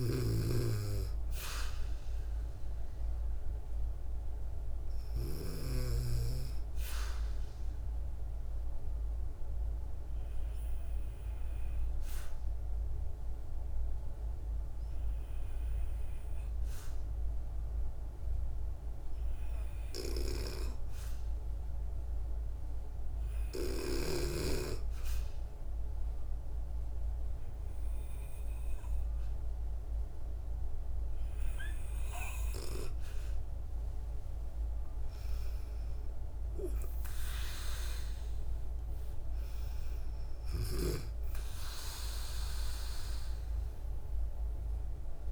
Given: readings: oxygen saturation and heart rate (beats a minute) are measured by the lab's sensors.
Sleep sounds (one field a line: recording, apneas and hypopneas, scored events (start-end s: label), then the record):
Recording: breathing in sleep by a room microphone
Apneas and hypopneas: 1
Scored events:
0.00-5.50 s: snoring (device-marked)
6.50-20.00 s: obstructive apnea (oxygen 97% before, 94% lowest, heart rate 63 before, 64 extreme, up 1 after)
22.50-26.00 s: arousal
From the record:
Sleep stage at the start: N2 (light sleep)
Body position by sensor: on the back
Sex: female